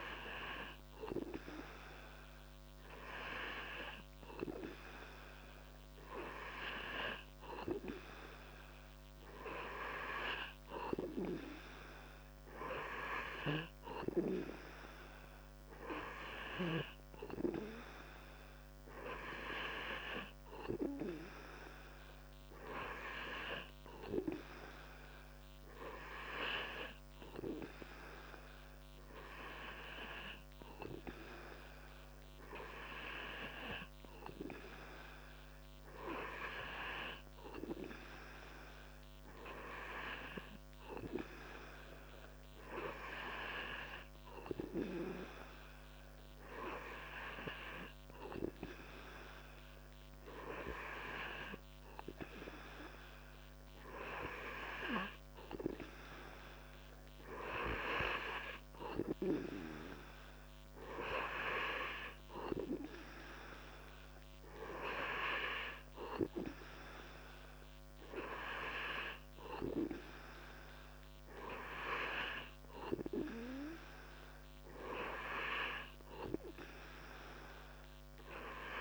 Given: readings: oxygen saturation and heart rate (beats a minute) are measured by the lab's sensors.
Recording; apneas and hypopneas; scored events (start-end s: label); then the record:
breathing in sleep by a microphone on the trachea; none
none scored
From the record:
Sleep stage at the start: N2 (light sleep); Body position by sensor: on the back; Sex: male